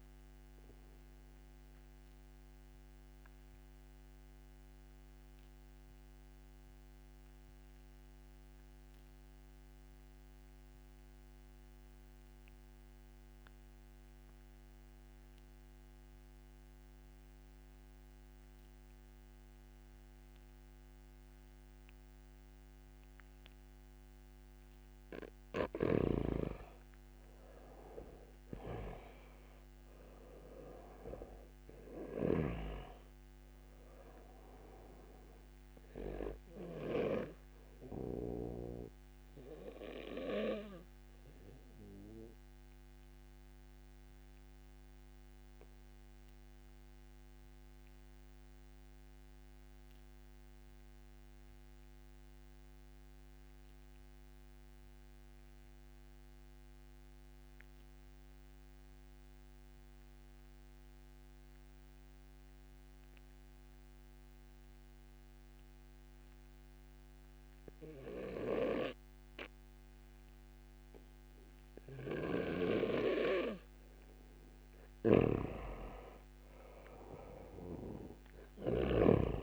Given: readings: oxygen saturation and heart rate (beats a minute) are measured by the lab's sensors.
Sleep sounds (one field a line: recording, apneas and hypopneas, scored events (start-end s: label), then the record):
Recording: breathing in sleep by a microphone on the trachea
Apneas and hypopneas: 2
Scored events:
1.00-24.50 s: obstructive apnea (oxygen 94% before, 88% lowest, heart rate 67 before, 25 extreme, up 16 after)
24.50-50.50 s: oxygen desaturation (device-marked, oxygen 96% before, 88% lowest, heart rate 69 before, 25 extreme)
26.00-30.00 s: arousal
32.00-38.50 s: snoring (device-marked)
40.50-74.50 s: obstructive apnea (oxygen 97% before, 88% lowest, heart rate 52 before, 28 extreme, up 3 after)
70.50-79.43 s: oxygen desaturation (device-marked, oxygen 96% before, 90% lowest, heart rate 66 before, 28 extreme)
75.00-79.00 s: snoring (device-marked)
75.50-79.43 s: arousal
From the record:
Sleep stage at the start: REM sleep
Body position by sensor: on the back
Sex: male